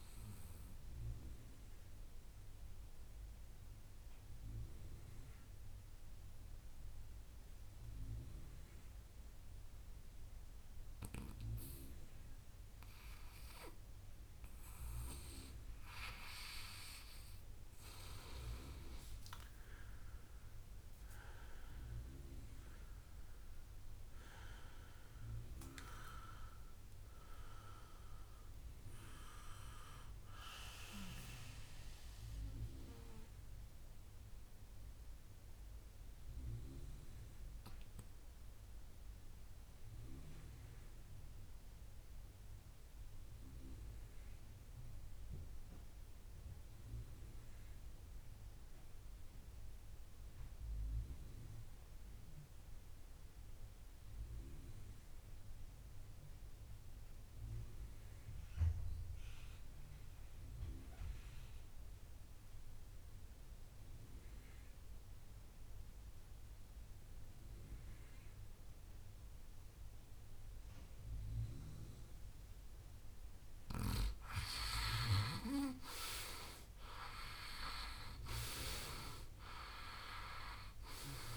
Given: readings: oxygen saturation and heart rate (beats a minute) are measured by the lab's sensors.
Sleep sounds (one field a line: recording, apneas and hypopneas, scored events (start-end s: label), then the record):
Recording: breathing in sleep by a room microphone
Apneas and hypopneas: 2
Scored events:
0.50-13.50 s: mixed apnea (oxygen 99% before, 93% lowest, heart rate 76 before, 67 extreme, up 8 after)
15.00-17.50 s: arousal
27.00-42.00 s: oxygen desaturation (device-marked, oxygen 97% before, 93% lowest, heart rate 71 before, 58 extreme)
32.50-74.50 s: mixed apnea (oxygen 97% before, 87% lowest, heart rate 73 before, 58 extreme, up 16 after)
69.00-81.37 s: oxygen desaturation (device-marked, oxygen 96% before, 89% lowest, heart rate 62 before, 58 extreme)
76.00-79.00 s: arousal
From the record:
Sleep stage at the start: N2 (light sleep)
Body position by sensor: on the right side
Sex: male